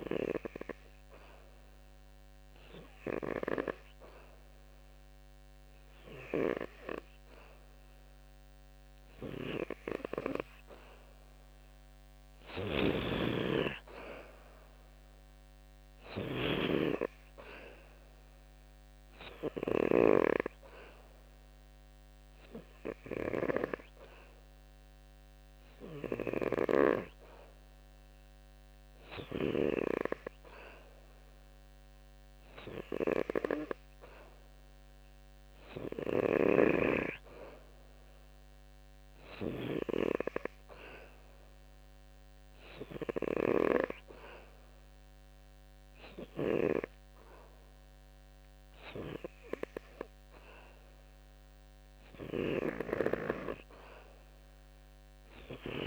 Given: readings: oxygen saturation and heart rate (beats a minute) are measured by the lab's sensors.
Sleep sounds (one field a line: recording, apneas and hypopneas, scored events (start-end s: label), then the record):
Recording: breathing in sleep by a microphone on the trachea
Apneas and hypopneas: none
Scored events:
12.00-29.00 s: snoring (device-marked)
52.00-55.87 s: snoring (device-marked)
From the record:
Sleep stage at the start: N2 (light sleep)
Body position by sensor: on the back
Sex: male